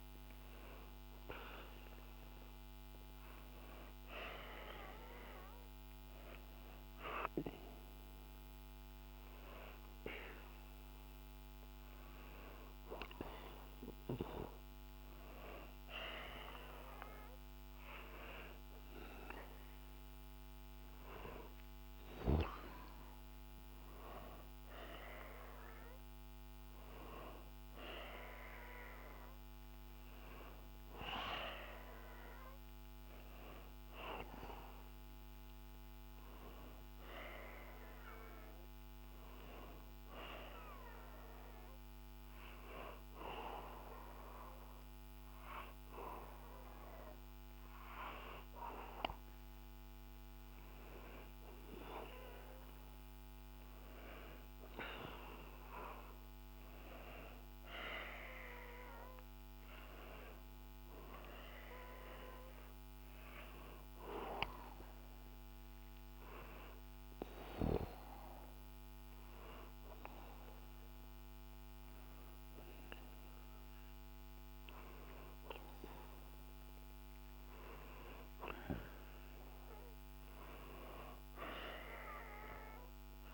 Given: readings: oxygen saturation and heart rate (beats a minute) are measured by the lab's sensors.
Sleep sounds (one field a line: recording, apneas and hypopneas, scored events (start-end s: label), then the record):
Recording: breathing in sleep by a microphone on the trachea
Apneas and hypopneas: 2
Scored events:
33.00-37.00 s: arousal
39.50-49.50 s: hypopnea (oxygen 94% before, 93% lowest, heart rate 64 before, 63 extreme, up 0 after)
52.50-56.50 s: arousal
64.50-76.50 s: hypopnea (oxygen 95% before, 93% lowest, heart rate 64 before, 62 extreme)
79.50-83.34 s: arousal
From the record:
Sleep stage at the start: N2 (light sleep)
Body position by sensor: on the back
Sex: male